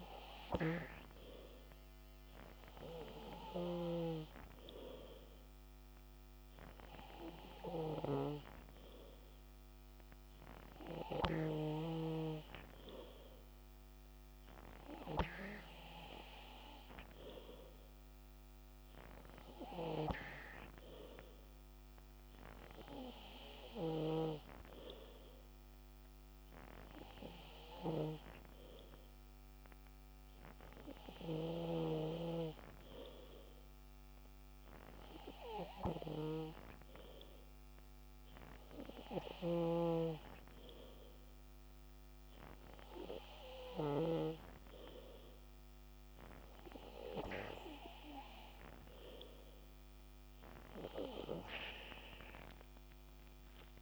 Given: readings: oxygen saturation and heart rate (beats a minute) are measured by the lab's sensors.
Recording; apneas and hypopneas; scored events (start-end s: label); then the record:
breathing in sleep by a microphone on the trachea; none
52.50-53.82 s: arousal
52.50-53.82 s: new sleep stage, N2 (light sleep)
From the record:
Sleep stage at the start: N3 (deep sleep); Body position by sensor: on the back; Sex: male